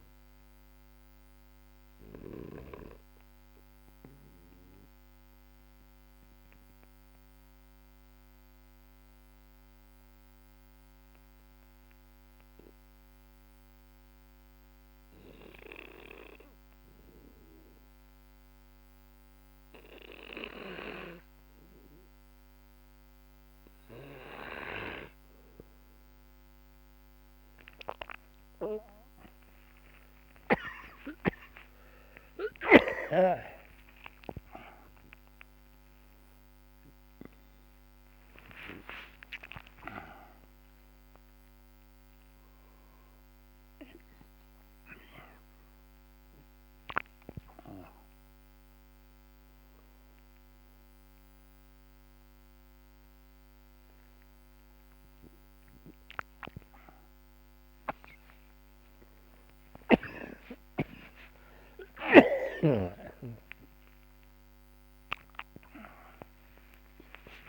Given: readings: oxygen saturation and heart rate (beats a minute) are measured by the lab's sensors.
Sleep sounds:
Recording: a person partly awake in a sleep study, by a microphone on the trachea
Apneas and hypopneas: 1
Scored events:
0.00-2.50 s: snoring (device-marked)
0.00-10.00 s: oxygen desaturation (device-marked, oxygen 92% lowest, heart rate 45 extreme)
2.00-33.50 s: mixed apnea (oxygen 97% before, 92% lowest, heart rate 54 before, 45 extreme, up 23 after)
32.00-46.00 s: oxygen desaturation (device-marked, oxygen 99% before, 96% lowest, heart rate 52 before, 53 extreme)
39.00-67.49 s: new sleep stage, awake
62.00-67.49 s: snoring (device-marked)
From the record:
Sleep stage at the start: N2 (light sleep)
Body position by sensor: on the back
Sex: male

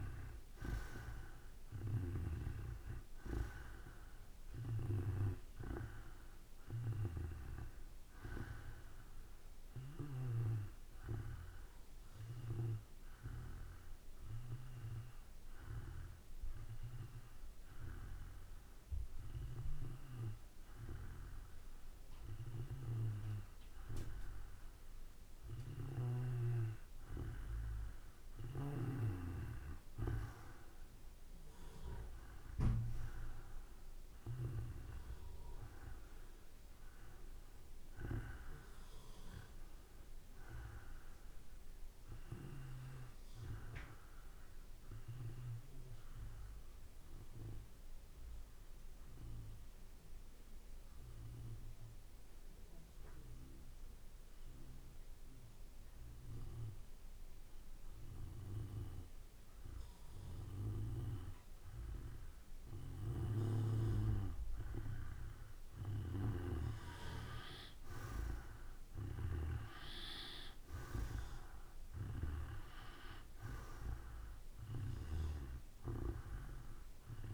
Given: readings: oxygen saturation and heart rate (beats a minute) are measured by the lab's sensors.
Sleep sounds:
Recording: breathing in sleep by a room microphone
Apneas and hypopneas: 2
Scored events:
0.00-17.50 s: oxygen desaturation (device-marked, oxygen 86% lowest, heart rate 56 extreme)
11.50-27.00 s: hypopnea (oxygen 96% before, 87% lowest, heart rate 58 before, 54 extreme, up 3 after)
31.50-35.00 s: arousal
46.00-63.00 s: obstructive apnea (oxygen 95% before, 87% lowest, heart rate 57 before, 53 extreme, up 7 after)
65.00-69.00 s: arousal
65.50-77.33 s: oxygen desaturation (device-marked, oxygen 95% before, 87% lowest, heart rate 55 before, 55 extreme)
From the record:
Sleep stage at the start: N2 (light sleep)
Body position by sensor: on the back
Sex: male

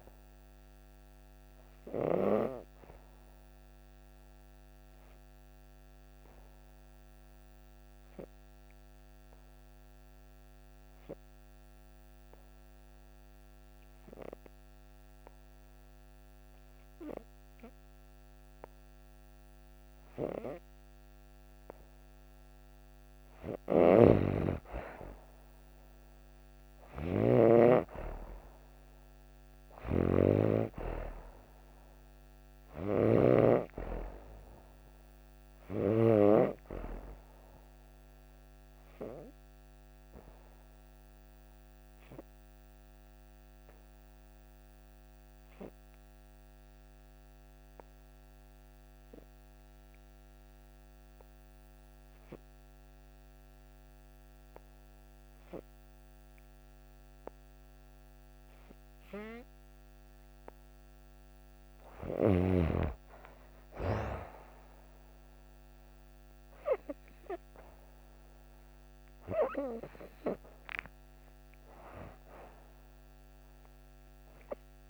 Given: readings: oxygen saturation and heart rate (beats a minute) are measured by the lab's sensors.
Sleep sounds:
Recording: breathing in sleep by a microphone on the trachea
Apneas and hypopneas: 2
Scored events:
0.00-11.50 s: oxygen desaturation (device-marked, oxygen 92% lowest)
3.00-18.50 s: obstructive apnea (oxygen 97% before, 91% lowest)
23.00-27.00 s: arousal
23.50-36.00 s: snoring (device-marked)
32.50-54.50 s: oxygen desaturation (device-marked, oxygen 97% before, 91% lowest)
38.50-59.50 s: obstructive apnea (oxygen 97% before, 91% lowest)
67.50-71.50 s: arousal
From the record:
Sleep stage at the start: N2 (light sleep)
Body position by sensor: on the back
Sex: female

